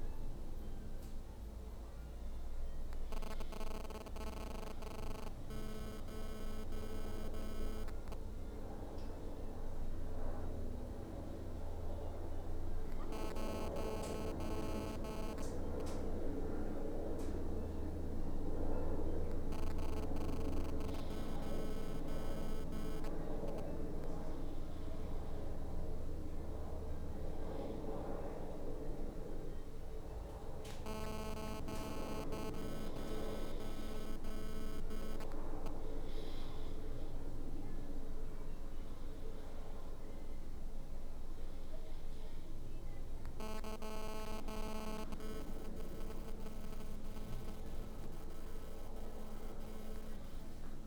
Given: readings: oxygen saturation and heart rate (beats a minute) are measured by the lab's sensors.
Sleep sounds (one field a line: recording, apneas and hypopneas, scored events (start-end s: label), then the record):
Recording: a person awake in a sleep study, by a room microphone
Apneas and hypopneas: none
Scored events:
none scored
From the record:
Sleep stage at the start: awake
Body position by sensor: on the back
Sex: female